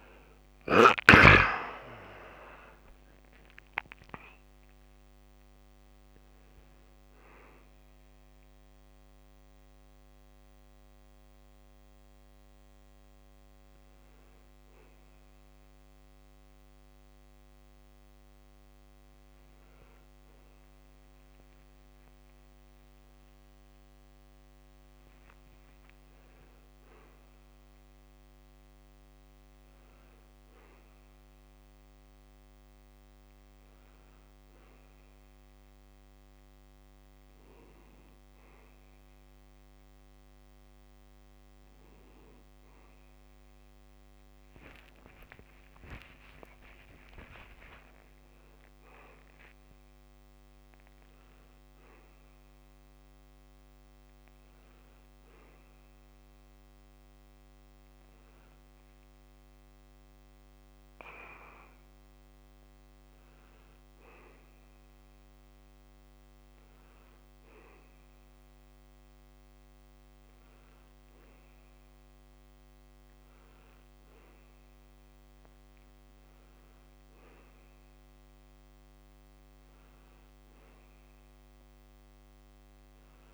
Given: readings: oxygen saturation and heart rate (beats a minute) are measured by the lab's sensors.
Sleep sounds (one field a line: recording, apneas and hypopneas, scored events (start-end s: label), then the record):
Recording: a person awake in a sleep study, by a microphone on the trachea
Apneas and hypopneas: none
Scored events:
0.00-19.00 s: oxygen desaturation (device-marked, oxygen 93% before, 88% lowest, heart rate 53 before, 67 extreme)
80.00-83.34 s: new sleep stage, N1 (lightest sleep)
From the record:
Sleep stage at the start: awake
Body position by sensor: on the back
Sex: male